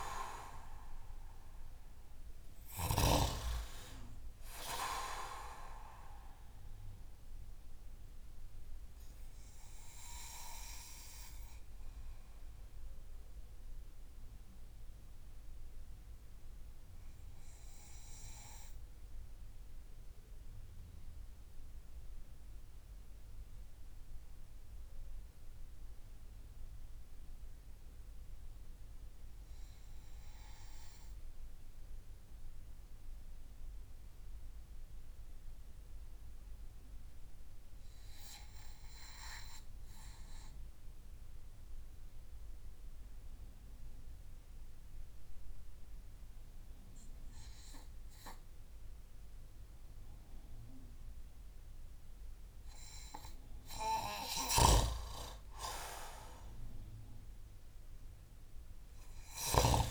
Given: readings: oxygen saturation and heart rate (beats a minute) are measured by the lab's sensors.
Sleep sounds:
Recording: breathing in sleep by a room microphone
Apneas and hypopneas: 1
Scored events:
0.00-2.00 s: arousal
0.00-2.50 s: snoring (device-marked)
7.00-53.00 s: obstructive apnea (oxygen 94% before, 89% lowest)
19.50-29.50 s: oxygen desaturation (device-marked, oxygen 94% before, 89% lowest)
52.50-59.91 s: oxygen desaturation (device-marked, oxygen 97% before, 93% lowest)
53.50-59.00 s: snoring (device-marked)
54.50-59.00 s: arousal
From the record:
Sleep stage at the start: N2 (light sleep)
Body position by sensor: on the back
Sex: male

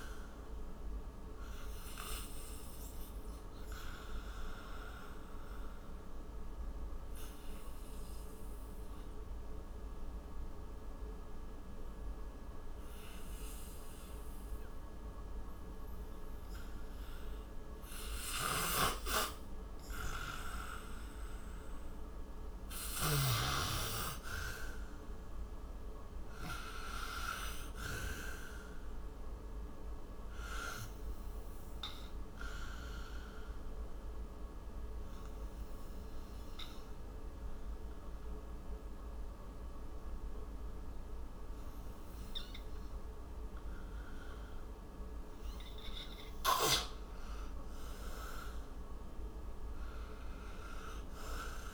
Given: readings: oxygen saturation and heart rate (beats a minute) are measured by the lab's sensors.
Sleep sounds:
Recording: breathing in sleep by a room microphone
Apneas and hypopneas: 2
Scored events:
1.00-20.50 s: obstructive apnea (oxygen 96% before, 86% lowest, heart rate 63 before, 55 extreme, up 21 after)
6.00-19.00 s: oxygen desaturation (device-marked, oxygen 95% before, 88% lowest, heart rate 63 before, 55 extreme)
21.00-48.00 s: oxygen desaturation (device-marked, oxygen 96% before, 86% lowest, heart rate 60 before, 55 extreme)
22.50-25.50 s: arousal
29.50-44.00 s: obstructive apnea (oxygen 96% before, 86% lowest, heart rate 64 before, 55 extreme, up 9 after)
48.00-51.50 s: arousal
From the record:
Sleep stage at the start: N2 (light sleep)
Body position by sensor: on the right side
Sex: male

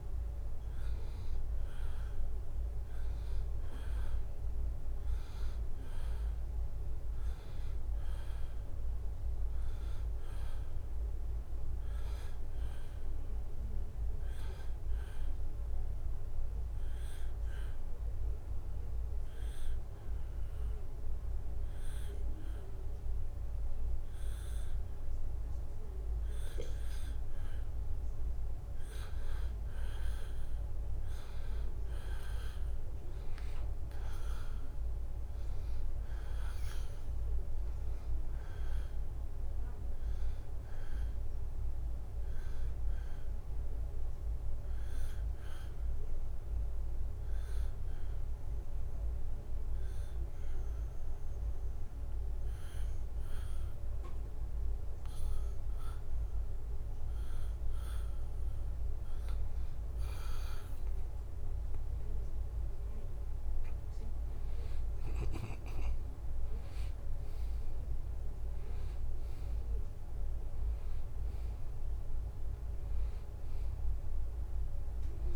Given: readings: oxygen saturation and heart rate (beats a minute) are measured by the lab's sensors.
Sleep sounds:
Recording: breathing in sleep, hard to hear, by a room microphone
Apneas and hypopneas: 2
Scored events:
0.00-1.00 s: arousal
16.00-28.50 s: obstructive apnea (oxygen 94% before, 90% lowest, heart rate 80 before, 78 extreme, up 2 after)
31.00-34.50 s: arousal
36.50-52.50 s: oxygen desaturation (device-marked, oxygen 94% before, 90% lowest, heart rate 79 before, 77 extreme)
41.50-59.50 s: obstructive apnea (oxygen 94% before, 90% lowest, heart rate 79 before, 77 extreme, up 5 after)
62.00-66.00 s: arousal
From the record:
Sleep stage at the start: N2 (light sleep)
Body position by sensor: on the back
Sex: male

